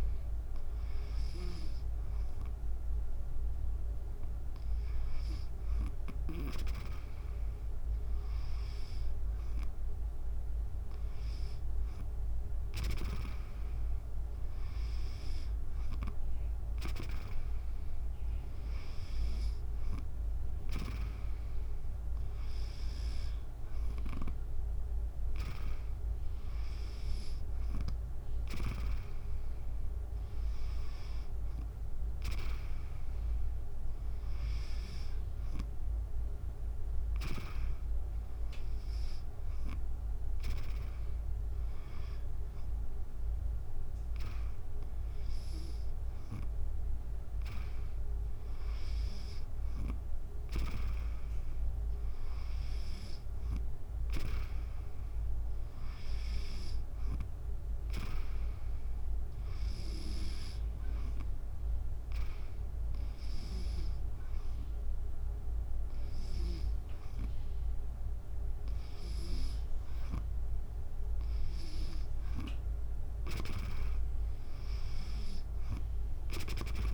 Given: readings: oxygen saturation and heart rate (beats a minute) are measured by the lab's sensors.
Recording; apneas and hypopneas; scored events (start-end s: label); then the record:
breathing in sleep by a room microphone; 1
61.00-72.00 s: hypopnea (oxygen 96% before, 93% lowest, heart rate 71 before, 63 extreme, up 3 after)
75.00-76.94 s: arousal
From the record:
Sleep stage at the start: N2 (light sleep); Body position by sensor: on the back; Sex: female